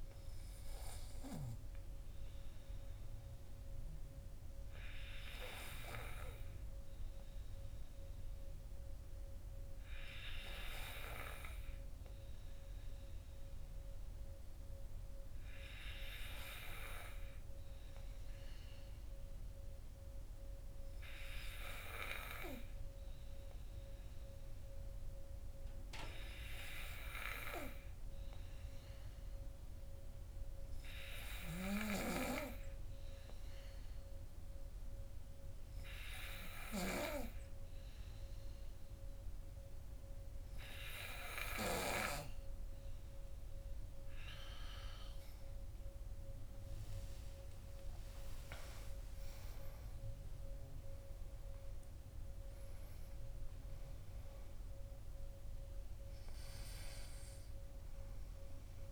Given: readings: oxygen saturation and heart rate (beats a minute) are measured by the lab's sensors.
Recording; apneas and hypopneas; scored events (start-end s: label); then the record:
breathing in sleep by a room microphone; 1
2.00-39.00 s: obstructive apnea (oxygen 96% before, 94% lowest, heart rate 51 before, 44 extreme, up 17 after)
44.00-49.00 s: arousal
From the record:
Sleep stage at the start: N2 (light sleep); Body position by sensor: on the back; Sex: male